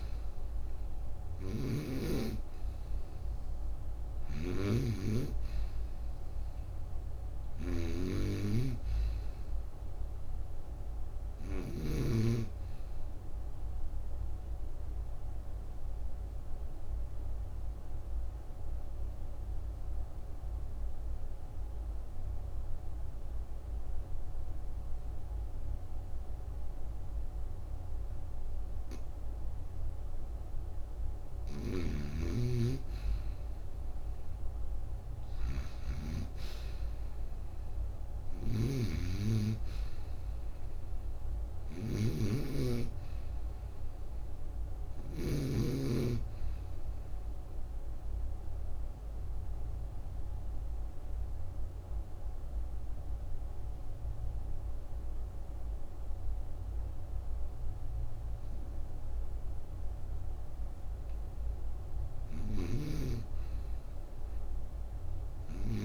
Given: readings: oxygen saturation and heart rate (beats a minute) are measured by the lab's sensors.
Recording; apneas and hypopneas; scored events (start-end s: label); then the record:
breathing in sleep by a room microphone; 2
0.00-2.00 s: arousal
4.00-11.50 s: snoring (device-marked)
13.00-29.00 s: obstructive apnea (oxygen 97% before, 86% lowest, heart rate 66 before, 53 extreme, up 6 after)
24.50-36.50 s: oxygen desaturation (device-marked, oxygen 92% before, 86% lowest, heart rate 64 before, 53 extreme)
31.00-45.00 s: snoring (device-marked)
33.50-38.00 s: arousal
46.50-61.00 s: obstructive apnea (oxygen 95% before, 89% lowest, heart rate 60 before, 58 extreme, up 6 after)
62.00-65.85 s: snoring (device-marked)
62.50-65.85 s: oxygen desaturation (device-marked, oxygen 95% before, 90% lowest, heart rate 61 before, 59 extreme)
63.00-65.85 s: arousal
From the record:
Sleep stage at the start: N2 (light sleep); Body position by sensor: on the right side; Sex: female